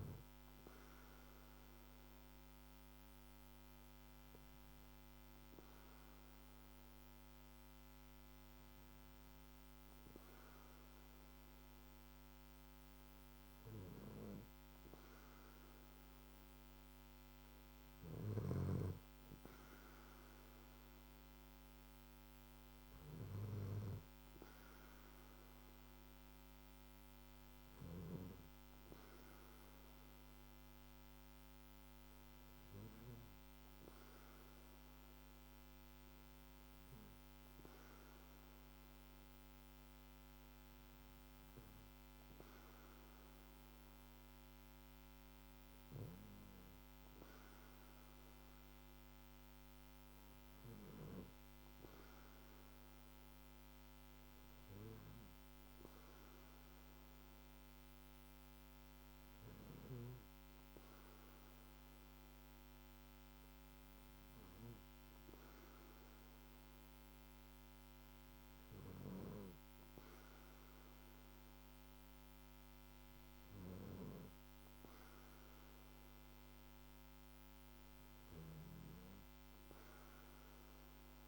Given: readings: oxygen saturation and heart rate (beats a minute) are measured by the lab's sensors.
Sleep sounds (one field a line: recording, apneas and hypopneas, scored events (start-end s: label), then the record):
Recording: breathing in sleep by a microphone on the trachea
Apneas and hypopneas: none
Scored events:
none scored
From the record:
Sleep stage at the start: N2 (light sleep)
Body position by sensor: on the back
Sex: male